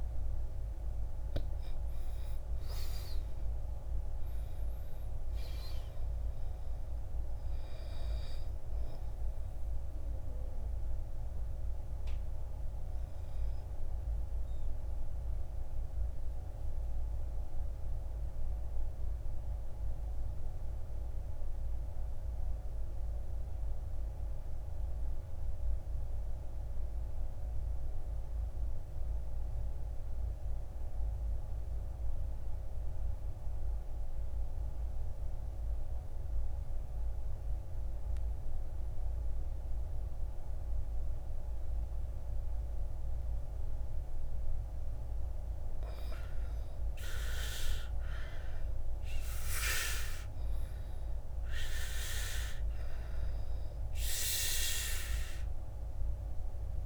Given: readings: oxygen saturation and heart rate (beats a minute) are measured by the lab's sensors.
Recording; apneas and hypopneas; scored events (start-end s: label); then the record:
breathing in sleep by a room microphone; 1
0.00-23.50 s: oxygen desaturation (device-marked, oxygen 79% lowest, heart rate 50 extreme)
14.00-44.50 s: obstructive apnea (oxygen 99% before, 78% lowest, heart rate 67 before, 50 extreme, up 20 after)
34.00-36.00 s: long interval between heartbeats (device-marked, heart rate 54 before, 58 extreme)
46.50-51.50 s: arousal
46.50-56.86 s: oxygen desaturation (device-marked, oxygen 99% before, 78% lowest, heart rate 57 before, 55 extreme)
From the record:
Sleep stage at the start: N2 (light sleep); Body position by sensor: on the back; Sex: male